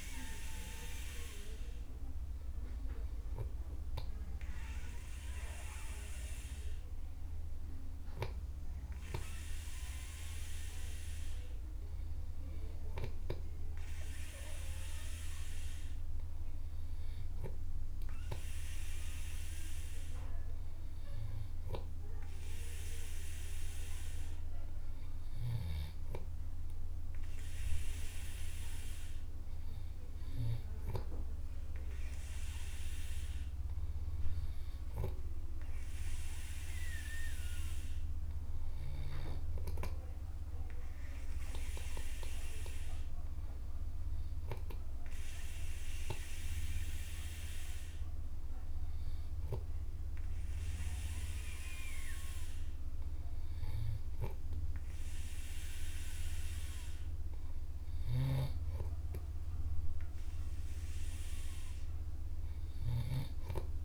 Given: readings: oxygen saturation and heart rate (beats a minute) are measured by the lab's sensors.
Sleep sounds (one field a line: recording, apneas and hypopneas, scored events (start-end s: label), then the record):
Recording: breathing in sleep by a room microphone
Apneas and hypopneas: none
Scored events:
none scored
From the record:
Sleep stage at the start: N2 (light sleep)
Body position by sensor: on the back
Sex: male